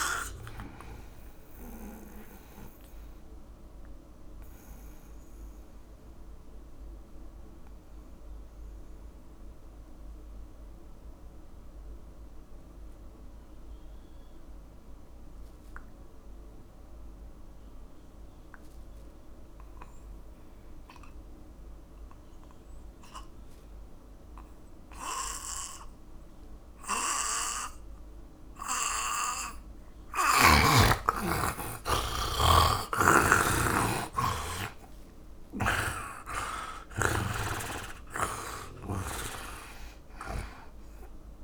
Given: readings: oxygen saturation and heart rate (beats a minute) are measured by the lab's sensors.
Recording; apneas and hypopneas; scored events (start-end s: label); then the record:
breathing in sleep by a room microphone; 1
0.00-16.00 s: oxygen desaturation (device-marked, oxygen 82% lowest, heart rate 54 extreme)
1.50-30.00 s: mixed apnea (oxygen 100% before, 79% lowest, heart rate 74 before, 54 extreme, up 24 after)
28.00-41.44 s: oxygen desaturation (device-marked, oxygen 100% before, 79% lowest, heart rate 60 before, 55 extreme)
31.50-36.00 s: arousal
33.00-36.50 s: snoring (device-marked)
From the record:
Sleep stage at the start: N2 (light sleep); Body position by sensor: on the right side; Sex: male